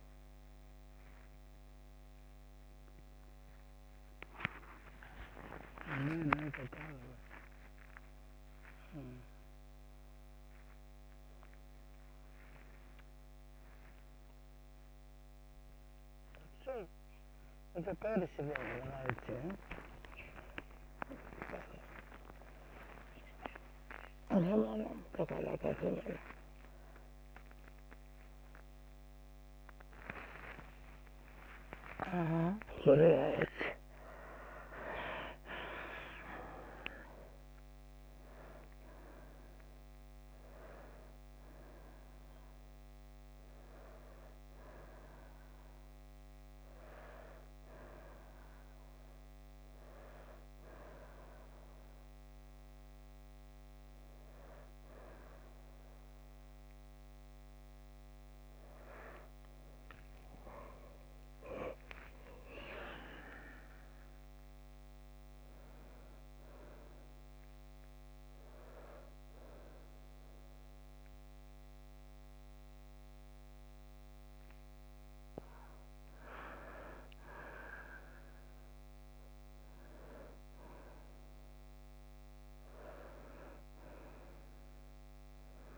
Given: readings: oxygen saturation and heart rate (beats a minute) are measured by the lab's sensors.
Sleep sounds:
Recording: a person awake in a sleep study, by a microphone on the trachea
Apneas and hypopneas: none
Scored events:
none scored
From the record:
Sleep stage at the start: awake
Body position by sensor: on the back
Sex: female

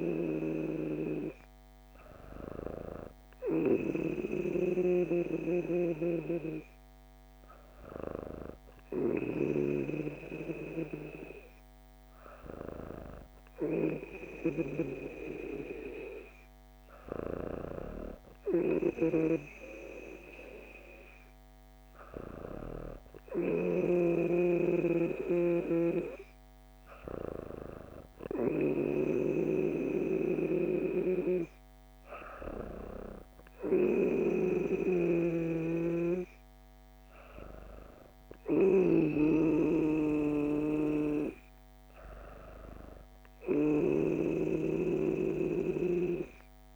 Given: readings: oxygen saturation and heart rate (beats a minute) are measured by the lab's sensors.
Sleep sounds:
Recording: breathing in sleep by a microphone on the trachea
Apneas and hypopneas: none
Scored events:
34.00-38.50 s: snoring (device-marked)
From the record:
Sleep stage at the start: N2 (light sleep)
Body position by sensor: on the back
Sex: female

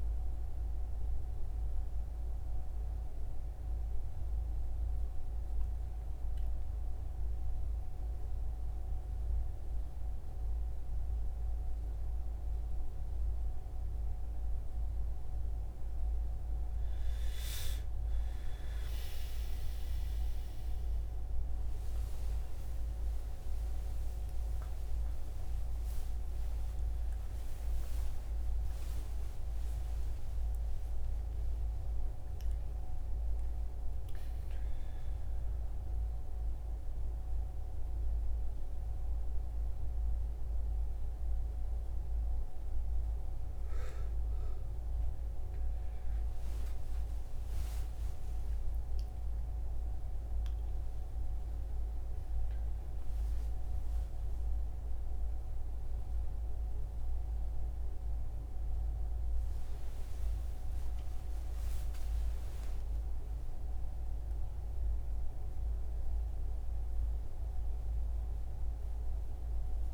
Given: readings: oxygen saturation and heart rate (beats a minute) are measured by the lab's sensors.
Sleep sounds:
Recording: a person awake in a sleep study, hard to hear, by a room microphone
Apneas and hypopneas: none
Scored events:
34.50-69.94 s: new sleep stage, awake
From the record:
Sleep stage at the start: N1 (lightest sleep)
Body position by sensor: on the right side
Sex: male

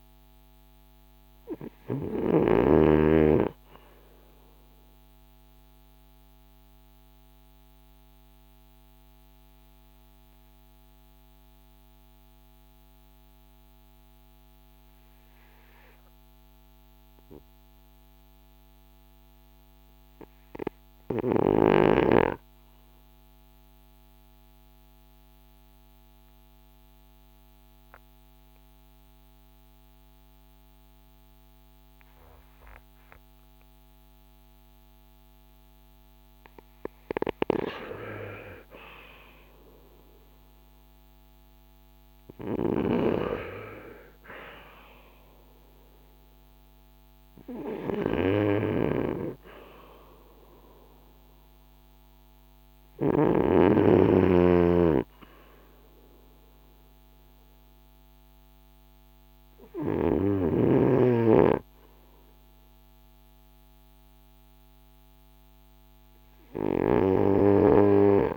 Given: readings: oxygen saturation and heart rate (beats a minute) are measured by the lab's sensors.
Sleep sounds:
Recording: breathing in sleep by a microphone on the trachea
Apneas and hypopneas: 1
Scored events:
0.00-31.50 s: oxygen desaturation (device-marked, oxygen 73% lowest, heart rate 48 extreme)
5.00-37.00 s: obstructive apnea (oxygen 92% before, 73% lowest, heart rate 64 before, 48 extreme, up 8 after)
39.00-42.50 s: arousal
43.50-68.37 s: oxygen desaturation (device-marked, oxygen 97% before, 84% lowest, heart rate 53 before, 44 extreme)
44.50-68.37 s: new sleep stage, N2 (light sleep)
From the record:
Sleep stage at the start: REM sleep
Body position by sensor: on the front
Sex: male

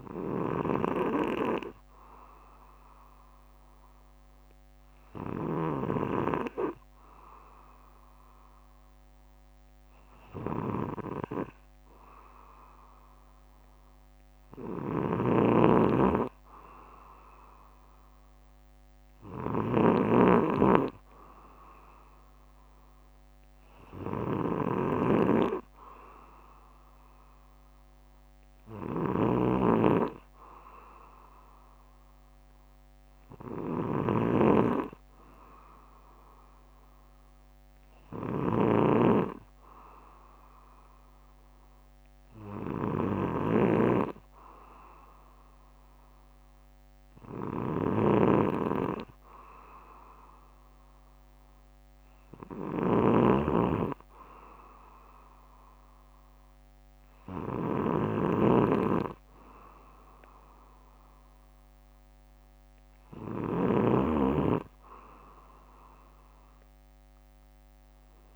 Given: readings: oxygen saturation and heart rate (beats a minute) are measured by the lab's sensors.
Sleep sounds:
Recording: breathing in sleep by a microphone on the trachea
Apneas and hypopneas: none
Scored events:
14.50-64.00 s: snoring (device-marked)
From the record:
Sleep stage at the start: N2 (light sleep)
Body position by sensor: on the back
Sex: male

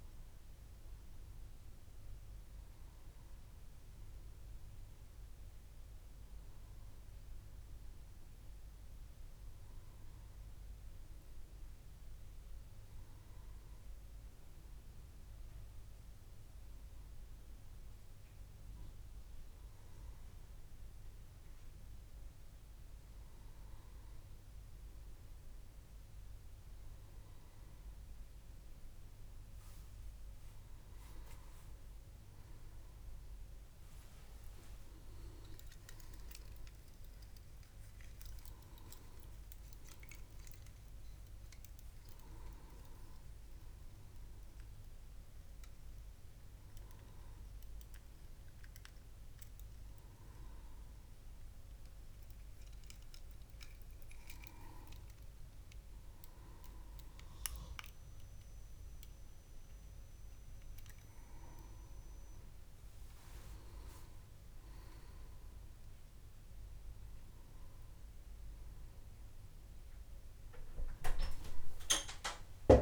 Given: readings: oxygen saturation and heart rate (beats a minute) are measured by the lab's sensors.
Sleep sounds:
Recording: breathing in sleep by a room microphone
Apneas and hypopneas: none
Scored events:
1.50-61.50 s: new sleep stage, N2 (light sleep)
61.50-72.82 s: new sleep stage, awake
From the record:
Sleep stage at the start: N1 (lightest sleep)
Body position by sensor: on the back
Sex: male

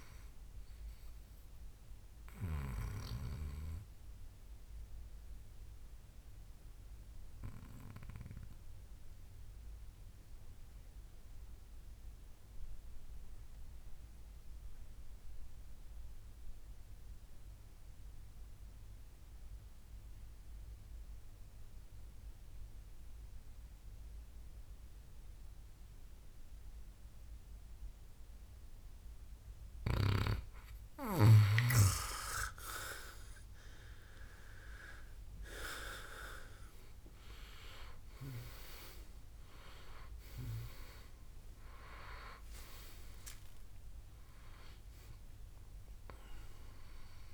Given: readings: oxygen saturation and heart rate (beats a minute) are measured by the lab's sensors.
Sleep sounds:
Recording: breathing in sleep by a room microphone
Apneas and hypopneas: 1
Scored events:
1.50-30.50 s: obstructive apnea (oxygen 98% before, 90% lowest, heart rate 70 before, 61 extreme, up 15 after)
32.50-35.50 s: arousal
36.50-47.34 s: oxygen desaturation (device-marked, oxygen 96% before, 90% lowest, heart rate 64 before, 63 extreme)
From the record:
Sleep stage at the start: N2 (light sleep)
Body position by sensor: on the back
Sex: male

